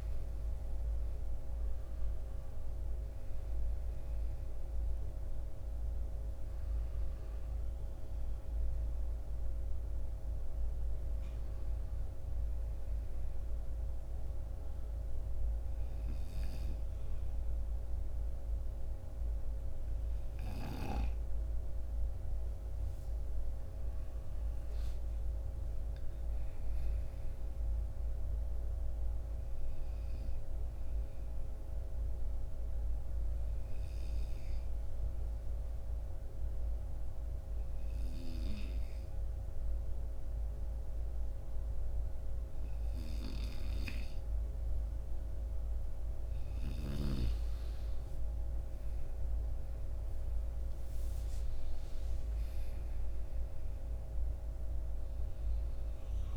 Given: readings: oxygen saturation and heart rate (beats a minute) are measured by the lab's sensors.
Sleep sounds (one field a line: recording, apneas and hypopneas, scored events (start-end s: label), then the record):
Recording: breathing in sleep, hard to hear, by a room microphone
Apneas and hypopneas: 1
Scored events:
0.00-22.00 s: oxygen desaturation (device-marked, oxygen 84% lowest, heart rate 53 extreme)
23.50-27.00 s: arousal
30.50-43.50 s: obstructive apnea (oxygen 98% before, 92% lowest, heart rate 57 before, 53 extreme, up 6 after)
48.50-52.50 s: arousal
54.00-56.37 s: oxygen desaturation (device-marked, oxygen 96% before, 92% lowest, heart rate 56 before, 47 extreme)
From the record:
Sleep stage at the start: N2 (light sleep)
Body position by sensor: on the right side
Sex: male